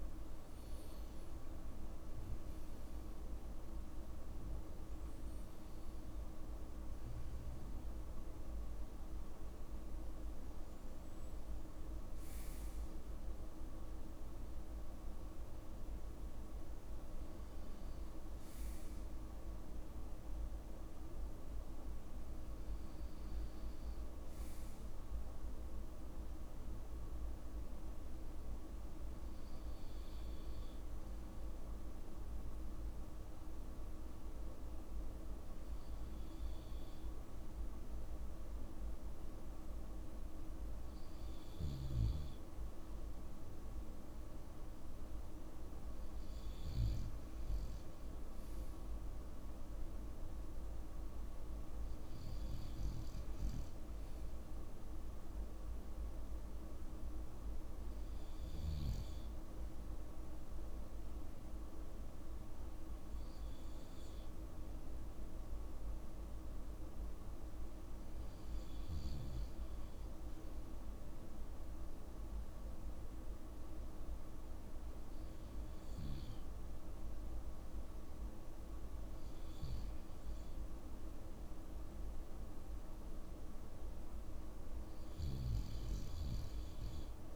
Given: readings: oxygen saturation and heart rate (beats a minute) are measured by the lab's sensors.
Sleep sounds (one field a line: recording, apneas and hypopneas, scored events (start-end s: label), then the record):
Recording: breathing in sleep, hard to hear, by a room microphone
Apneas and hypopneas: 2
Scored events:
22.50-26.50 s: arousal
26.00-38.00 s: oxygen desaturation (device-marked, oxygen 95% before, 92% lowest, heart rate 55 before, 52 extreme)
29.00-42.00 s: hypopnea (oxygen 95% before, 92% lowest, heart rate 55 before, 52 extreme, up 2 after)
44.00-50.50 s: arousal
63.00-78.00 s: oxygen desaturation (device-marked, oxygen 96% before, 93% lowest, heart rate 53 before, 52 extreme)
70.50-81.00 s: obstructive apnea (oxygen 96% before, 91% lowest, heart rate 53 before, 52 extreme, up 2 after)
From the record:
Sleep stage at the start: REM sleep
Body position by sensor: on the back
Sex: male